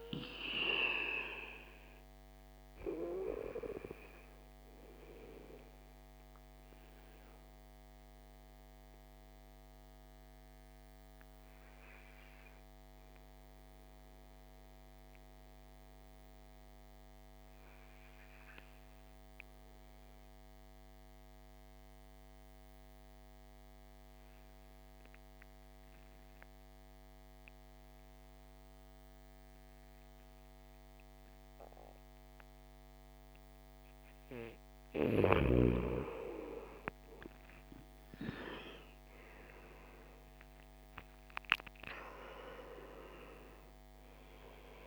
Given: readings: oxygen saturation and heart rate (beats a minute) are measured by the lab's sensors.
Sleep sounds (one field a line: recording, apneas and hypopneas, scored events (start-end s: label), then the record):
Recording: breathing in sleep by a microphone on the trachea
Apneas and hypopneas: 1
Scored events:
0.00-22.50 s: oxygen desaturation (device-marked, oxygen 83% lowest, heart rate 54 extreme)
6.00-34.50 s: mixed apnea (oxygen 100% before, 81% lowest, heart rate 62 before, 53 extreme, up 15 after)
30.50-44.87 s: oxygen desaturation (device-marked, oxygen 99% before, 81% lowest, heart rate 57 before, 53 extreme)
38.50-43.00 s: arousal
From the record:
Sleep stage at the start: N2 (light sleep)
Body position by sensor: on the back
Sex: male